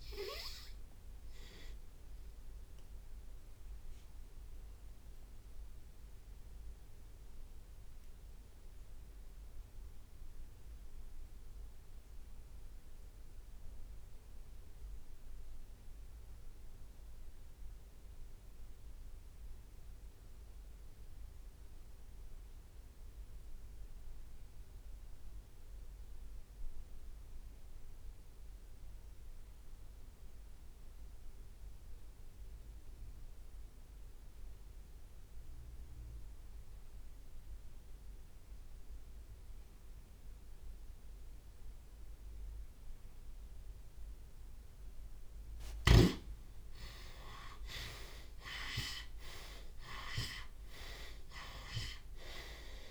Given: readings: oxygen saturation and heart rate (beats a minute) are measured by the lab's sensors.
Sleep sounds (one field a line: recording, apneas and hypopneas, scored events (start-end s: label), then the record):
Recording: breathing in sleep by a room microphone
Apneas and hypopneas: 1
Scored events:
0.00-11.50 s: drop in pulse transit time (device-marked)
1.00-3.00 s: long interval between heartbeats (device-marked)
6.50-44.50 s: mixed apnea (oxygen 90% before, 63% lowest)
15.50-34.50 s: oxygen desaturation (device-marked, oxygen 84% before, 70% lowest)
46.00-51.00 s: arousal
47.00-49.00 s: long interval between heartbeats (device-marked)
50.50-52.50 s: long interval between heartbeats (device-marked)
From the record:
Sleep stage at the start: REM sleep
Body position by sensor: on the left side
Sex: male